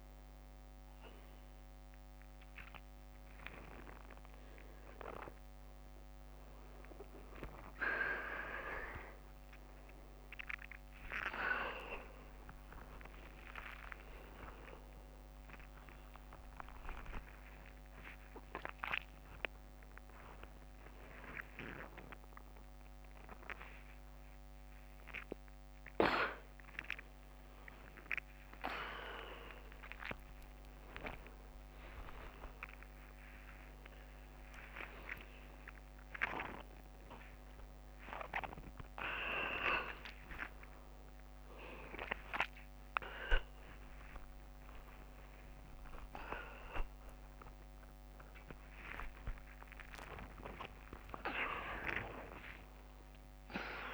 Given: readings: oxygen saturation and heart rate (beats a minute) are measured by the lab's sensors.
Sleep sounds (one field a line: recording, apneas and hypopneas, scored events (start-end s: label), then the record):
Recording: a person awake in a sleep study, by a microphone on the trachea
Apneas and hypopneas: none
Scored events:
14.00-24.00 s: tachycardia (device-marked, heart rate 80 before, 147 extreme)
29.00-53.94 s: tachycardia (device-marked, heart rate 81 before, 209 extreme)
From the record:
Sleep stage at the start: awake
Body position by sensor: upright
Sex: male